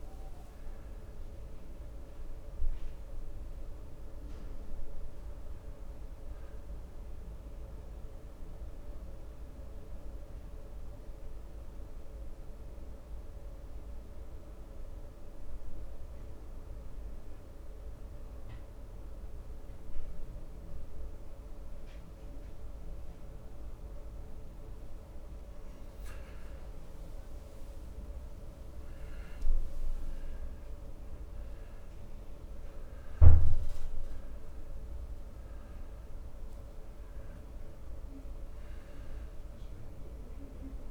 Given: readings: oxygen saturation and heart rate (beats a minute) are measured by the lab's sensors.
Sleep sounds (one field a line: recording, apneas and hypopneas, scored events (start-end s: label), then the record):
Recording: breathing in sleep, hard to hear, by a room microphone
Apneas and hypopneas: 1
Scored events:
11.50-25.00 s: obstructive apnea (oxygen 96% before, 93% lowest, heart rate 66 before, 57 extreme, up 14 after)
27.00-32.00 s: arousal
From the record:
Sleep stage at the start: N2 (light sleep)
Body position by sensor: on the back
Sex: male